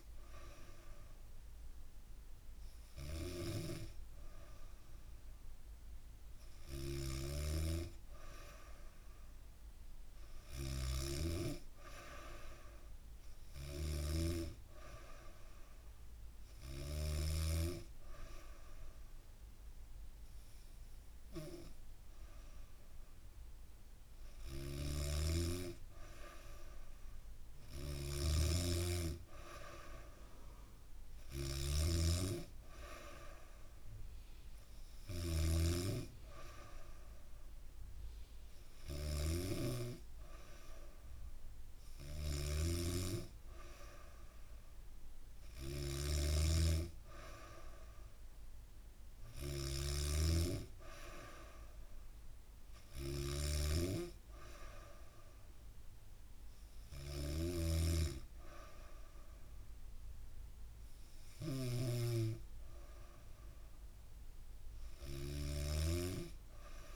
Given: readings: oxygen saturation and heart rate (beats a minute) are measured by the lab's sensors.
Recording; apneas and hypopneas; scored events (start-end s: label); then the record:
breathing in sleep by a room microphone; none
0.00-17.00 s: snoring (device-marked)
24.00-66.96 s: snoring (device-marked)
From the record:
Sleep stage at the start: N3 (deep sleep); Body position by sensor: on the back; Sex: female